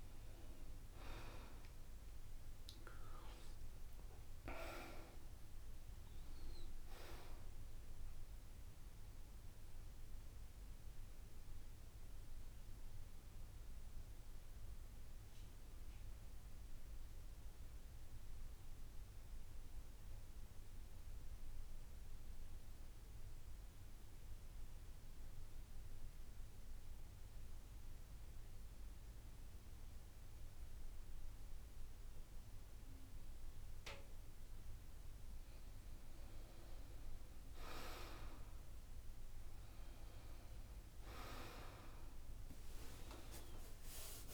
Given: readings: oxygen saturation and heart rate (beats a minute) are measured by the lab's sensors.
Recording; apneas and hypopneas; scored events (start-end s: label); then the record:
breathing in sleep by a room microphone; 1
9.50-35.00 s: central apnea (oxygen 94% before, 84% lowest, heart rate 73 before, 67 extreme, up 6 after)
30.50-44.34 s: oxygen desaturation (device-marked, oxygen 94% before, 84% lowest, heart rate 69 before, 72 extreme)
37.50-41.50 s: arousal
From the record:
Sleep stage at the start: N2 (light sleep); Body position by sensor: on the back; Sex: male